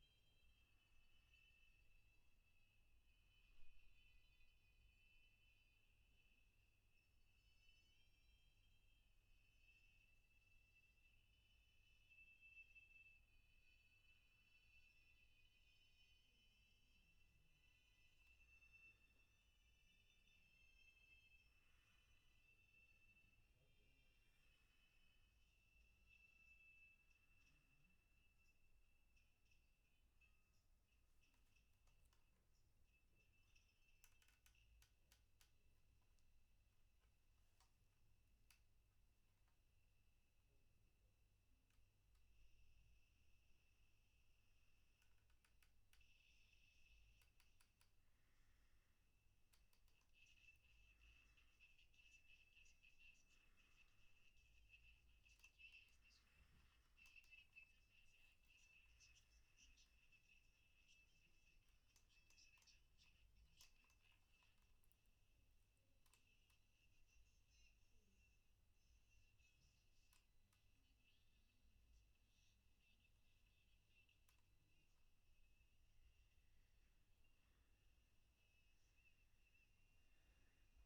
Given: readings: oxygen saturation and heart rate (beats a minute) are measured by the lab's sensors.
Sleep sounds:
breathing in sleep by a room microphone; 3
3.50-14.50 s: obstructive apnea (oxygen 95% before, 92% lowest, heart rate 62 before, 61 extreme, up 0 after)
31.50-43.00 s: obstructive apnea (oxygen 95% before, 92% lowest, heart rate 62 before, 60 extreme, up 2 after)
62.50-76.50 s: obstructive apnea (oxygen 95% before, 92% lowest, heart rate 62 before, 60 extreme, up 3 after)
64.00-80.85 s: new sleep stage, N1 (lightest sleep)
From the record:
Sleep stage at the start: N3 (deep sleep); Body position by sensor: on the back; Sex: male

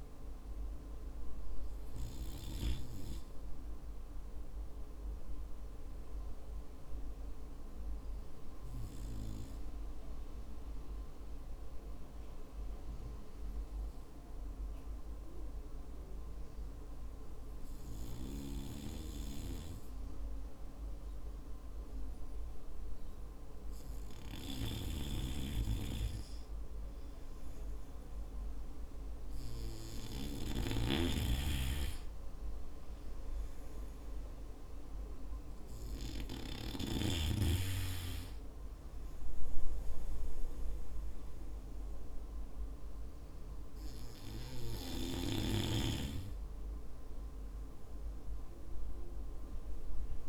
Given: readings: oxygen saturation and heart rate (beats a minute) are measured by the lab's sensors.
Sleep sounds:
breathing in sleep by a room microphone; 1
1.50-28.00 s: hypopnea (oxygen 96% before, 92% lowest, heart rate 59 before, 49 extreme, up 18 after)
29.50-33.50 s: arousal
From the record:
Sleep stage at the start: N2 (light sleep); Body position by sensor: on the back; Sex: male

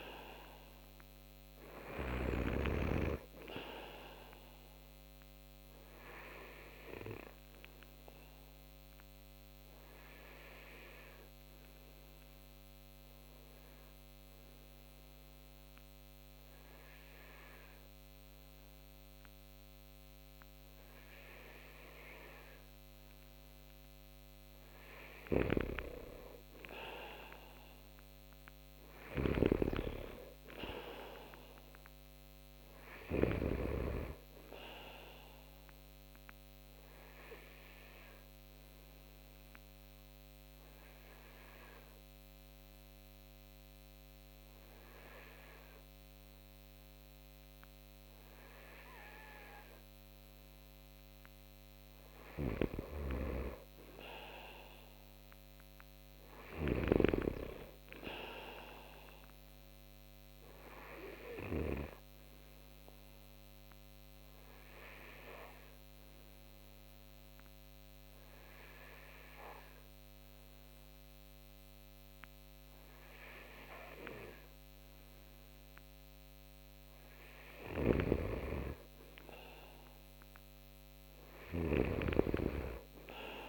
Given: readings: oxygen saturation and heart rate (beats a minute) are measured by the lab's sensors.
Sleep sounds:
breathing in sleep by a microphone on the trachea; 3
0.00-2.00 s: snoring (device-marked)
1.00-22.00 s: oxygen desaturation (device-marked, oxygen 96% before, 90% lowest)
5.50-23.00 s: obstructive apnea (oxygen 96% before, 90% lowest)
24.50-28.00 s: arousal
28.50-33.00 s: snoring (device-marked)
35.00-52.00 s: oxygen desaturation (device-marked, oxygen 95% before, 90% lowest)
36.00-51.50 s: obstructive apnea (oxygen 95% before, 90% lowest)
53.00-56.50 s: arousal
59.50-75.50 s: obstructive apnea (oxygen 96% before, 90% lowest)
60.00-79.00 s: oxygen desaturation (device-marked, oxygen 96% before, 90% lowest)
77.00-83.49 s: snoring (device-marked)
77.50-81.50 s: arousal
From the record:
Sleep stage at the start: N2 (light sleep); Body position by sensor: on the right side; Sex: male

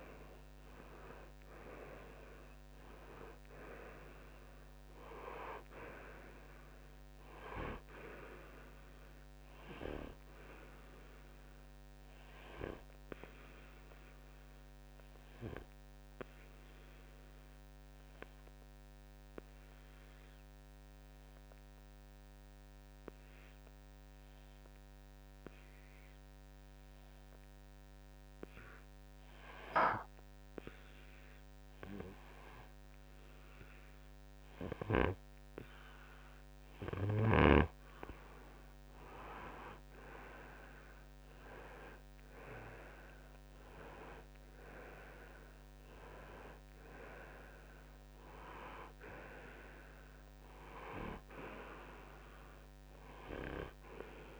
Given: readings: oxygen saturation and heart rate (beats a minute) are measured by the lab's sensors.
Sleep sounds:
breathing in sleep by a microphone on the trachea; 1
0.00-5.00 s: oxygen desaturation (device-marked, oxygen 93% lowest, heart rate 55 extreme)
11.00-30.00 s: oxygen desaturation (device-marked, oxygen 94% before, 88% lowest, heart rate 67 before, 55 extreme)
11.50-36.50 s: obstructive apnea (oxygen 97% before, 88% lowest, heart rate 67 before, 55 extreme, up 9 after)
39.50-44.00 s: arousal
45.00-54.40 s: oxygen desaturation (device-marked, oxygen 97% before, 90% lowest, heart rate 60 before, 57 extreme)
From the record:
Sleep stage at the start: N2 (light sleep); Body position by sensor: on the front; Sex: male

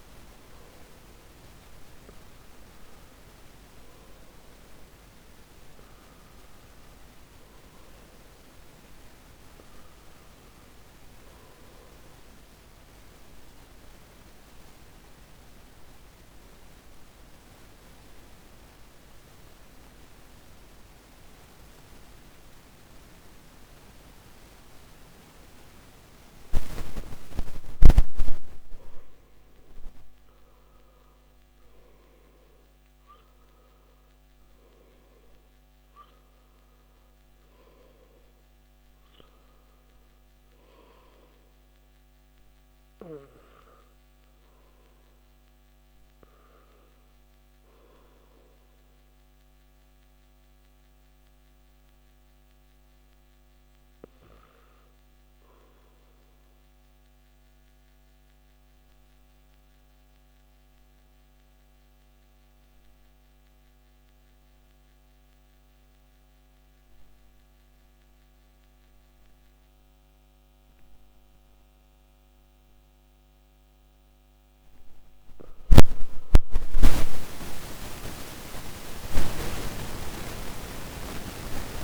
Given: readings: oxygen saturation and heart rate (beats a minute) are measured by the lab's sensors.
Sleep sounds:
breathing in sleep by a microphone on the trachea; 2
0.00-1.00 s: arousal
12.00-27.50 s: obstructive apnea (oxygen 97% before, 93% lowest, heart rate 57 before, 51 extreme, up 14 after)
30.00-33.50 s: arousal
50.00-75.00 s: obstructive apnea (oxygen 96% before, 89% lowest, heart rate 59 before, 50 extreme, up 15 after)
59.00-71.00 s: oxygen desaturation (device-marked, oxygen 96% before, 93% lowest, heart rate 54 before, 50 extreme)
From the record:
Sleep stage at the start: N2 (light sleep); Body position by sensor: on the back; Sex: male

